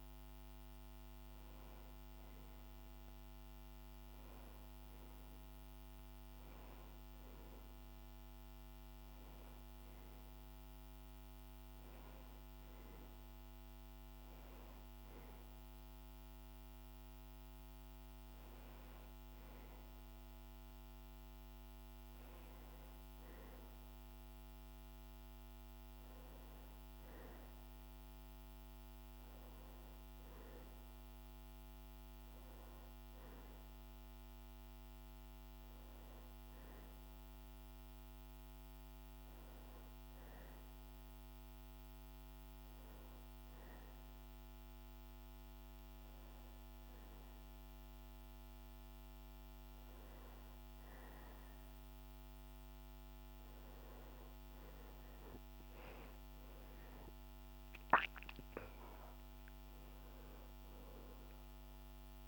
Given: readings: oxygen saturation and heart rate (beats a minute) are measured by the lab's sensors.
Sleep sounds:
breathing in sleep, hard to hear, by a microphone on the trachea; none
none scored
From the record:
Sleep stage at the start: N1 (lightest sleep); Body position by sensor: on the back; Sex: male

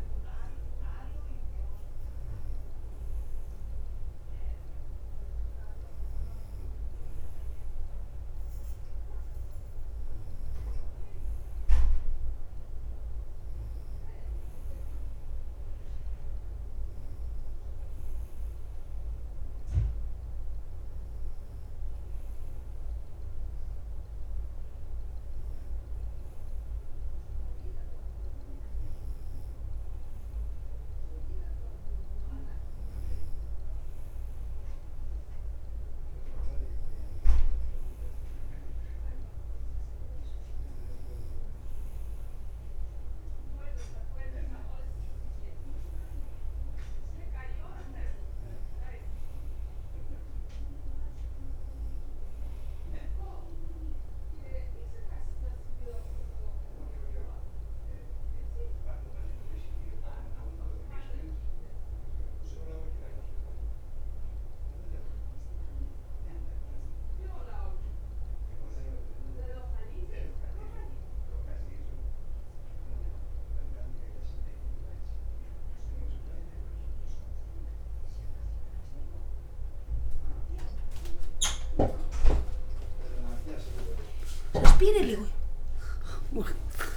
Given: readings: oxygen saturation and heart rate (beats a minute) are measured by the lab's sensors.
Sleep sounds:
breathing in sleep by a room microphone; 1
0.00-23.00 s: bradycardia (device-marked, heart rate 49 extreme)
33.00-86.00 s: bradycardia (device-marked, heart rate 54 before, 44 extreme)
56.00-59.50 s: arousal
67.00-80.50 s: hypopnea (oxygen 95% before, 93% lowest, heart rate 52 before, 53 extreme, up 5 after)
68.00-86.97 s: new sleep stage, N2 (light sleep)
From the record:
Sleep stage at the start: N3 (deep sleep); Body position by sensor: on the right side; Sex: male

